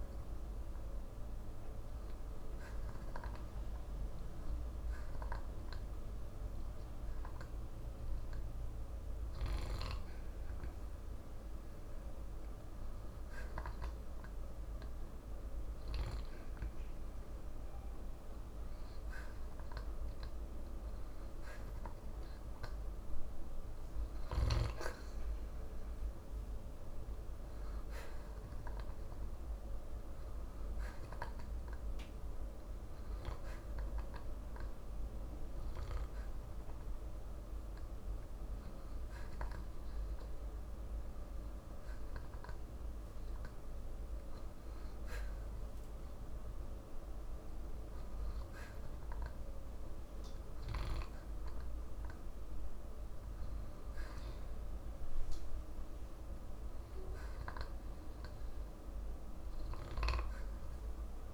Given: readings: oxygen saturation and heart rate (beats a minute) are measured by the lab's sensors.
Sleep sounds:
breathing in sleep by a room microphone; 1
0.00-16.00 s: oxygen desaturation (device-marked, oxygen 91% lowest, heart rate 54 extreme)
2.50-18.50 s: hypopnea (oxygen 94% before, 91% lowest, heart rate 55 before, 55 extreme, up 0 after)
21.00-24.00 s: arousal
24.00-46.00 s: oxygen desaturation (device-marked, oxygen 94% before, 91% lowest, heart rate 62 before, 54 extreme)
From the record:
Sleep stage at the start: N2 (light sleep); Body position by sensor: on the back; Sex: male

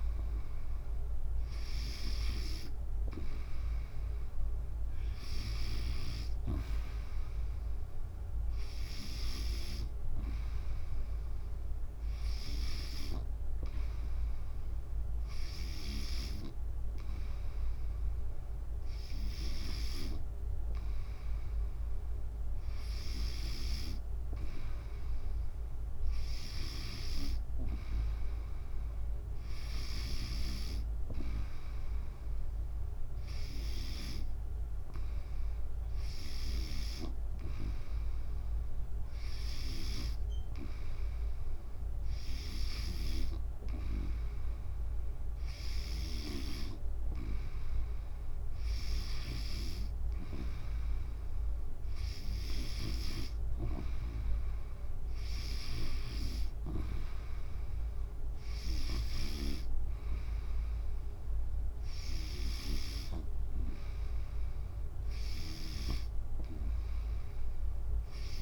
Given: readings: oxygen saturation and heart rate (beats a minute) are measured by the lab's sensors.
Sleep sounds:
breathing in sleep by a room microphone; none
0.00-27.00 s: snoring (device-marked)
33.50-66.00 s: snoring (device-marked)
54.00-68.42 s: new sleep stage, N3 (deep sleep)
From the record:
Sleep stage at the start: N2 (light sleep); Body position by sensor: on the back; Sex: female

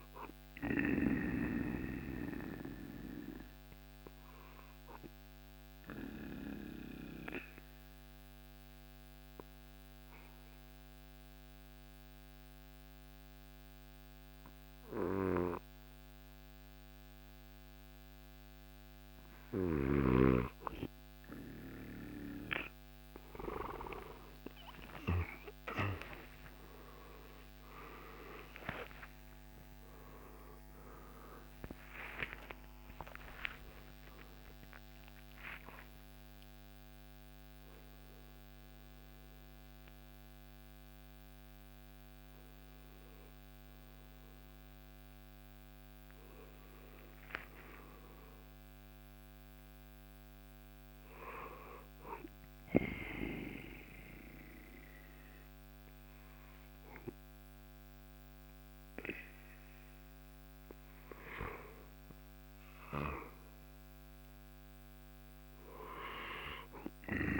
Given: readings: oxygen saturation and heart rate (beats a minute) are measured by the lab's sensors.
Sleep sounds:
a person partly awake in a sleep study, by a microphone on the trachea; 1
0.00-5.00 s: drop in pulse transit time (device-marked, heart rate 59 extreme)
0.00-17.00 s: oxygen desaturation (device-marked, oxygen 89% lowest, heart rate 59 extreme)
2.00-19.00 s: mixed apnea (oxygen 98% before, 88% lowest, heart rate 64 before, 59 extreme, up 5 after)
30.00-55.00 s: oxygen desaturation (device-marked, oxygen 97% before, 88% lowest, heart rate 64 before, 63 extreme)
31.00-61.00 s: new sleep stage, awake
32.00-46.00 s: drop in pulse transit time (device-marked, heart rate 68 before, 74 extreme)
61.00-67.40 s: new sleep stage, N2 (light sleep)
From the record:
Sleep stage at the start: N2 (light sleep); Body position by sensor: on the back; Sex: male

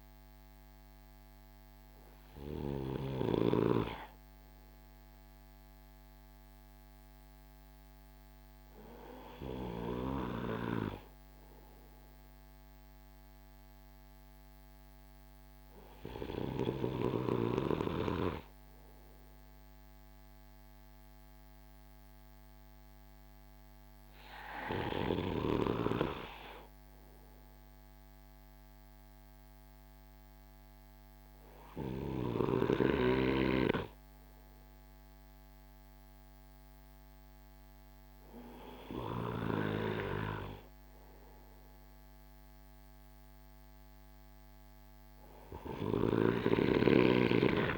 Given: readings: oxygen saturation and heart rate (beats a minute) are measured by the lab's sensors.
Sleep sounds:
breathing in sleep by a microphone on the trachea; none
none scored
From the record:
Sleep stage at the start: N2 (light sleep); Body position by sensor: on the right side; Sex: male

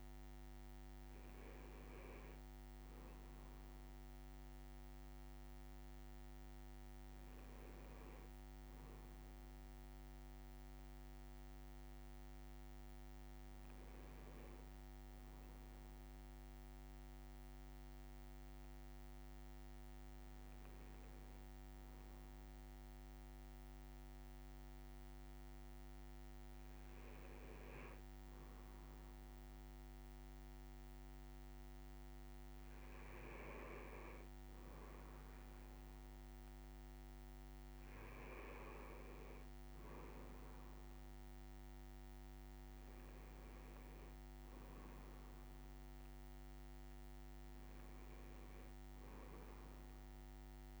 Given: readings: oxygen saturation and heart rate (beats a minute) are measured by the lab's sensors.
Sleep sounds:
breathing in sleep, hard to hear, by a microphone on the trachea; none
13.50-15.00 s: leg movement (device-marked)
From the record:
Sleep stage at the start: N1 (lightest sleep); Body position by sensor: on the right side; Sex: male

